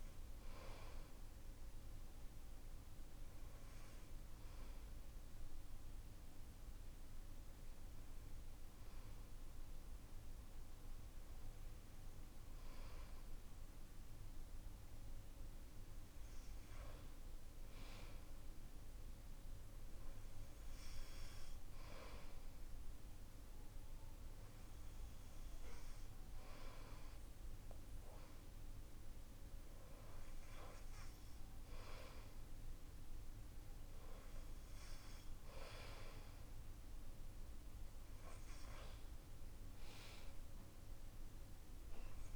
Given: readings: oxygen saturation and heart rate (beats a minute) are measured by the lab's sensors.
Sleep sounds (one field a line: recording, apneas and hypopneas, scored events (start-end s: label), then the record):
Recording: breathing in sleep by a room microphone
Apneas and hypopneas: 1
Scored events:
3.00-16.50 s: hypopnea (oxygen 96% before, 93% lowest)
22.00-26.00 s: arousal
From the record:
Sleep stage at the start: N2 (light sleep)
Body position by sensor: on the back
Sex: male